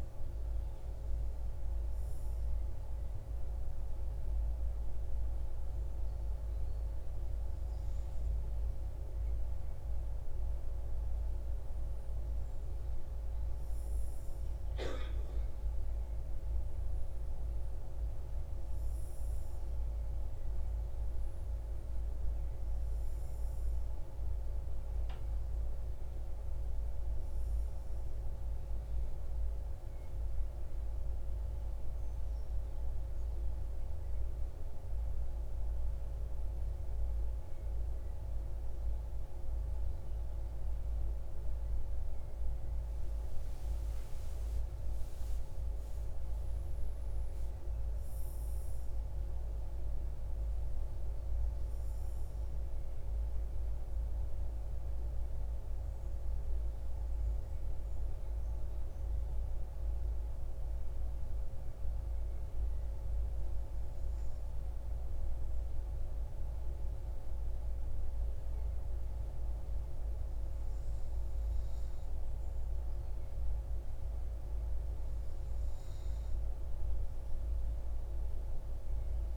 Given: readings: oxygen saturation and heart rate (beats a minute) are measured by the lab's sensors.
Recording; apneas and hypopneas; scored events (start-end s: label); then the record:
breathing in sleep, hard to hear, by a room microphone; 1
46.00-51.50 s: arousal
58.50-71.00 s: obstructive apnea (oxygen 98% before, 96% lowest, heart rate 67 before, 59 extreme, up 4 after)
73.50-78.00 s: arousal
From the record:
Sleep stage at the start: N2 (light sleep); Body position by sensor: on the front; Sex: male